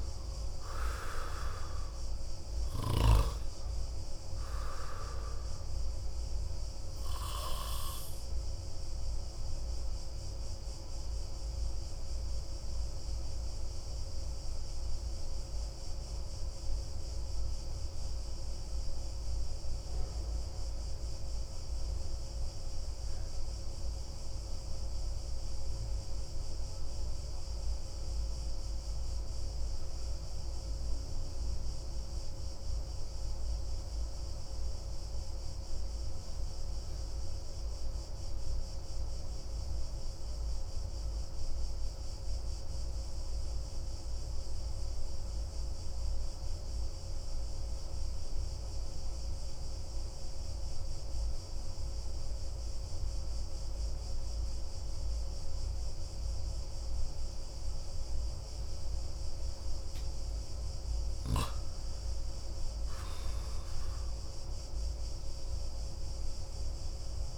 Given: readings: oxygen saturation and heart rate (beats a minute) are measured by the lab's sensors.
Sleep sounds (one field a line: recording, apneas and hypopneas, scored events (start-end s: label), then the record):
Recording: breathing in sleep, hard to hear, by a room microphone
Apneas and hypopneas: 1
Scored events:
6.00-58.50 s: obstructive apnea (oxygen 96% before, 89% lowest)
20.00-29.00 s: oxygen desaturation (device-marked, oxygen 92% before, 89% lowest)
52.00-57.00 s: oxygen desaturation (device-marked, oxygen 98% before, 96% lowest)
60.50-64.50 s: arousal
From the record:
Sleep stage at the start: N2 (light sleep)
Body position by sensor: on the back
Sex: male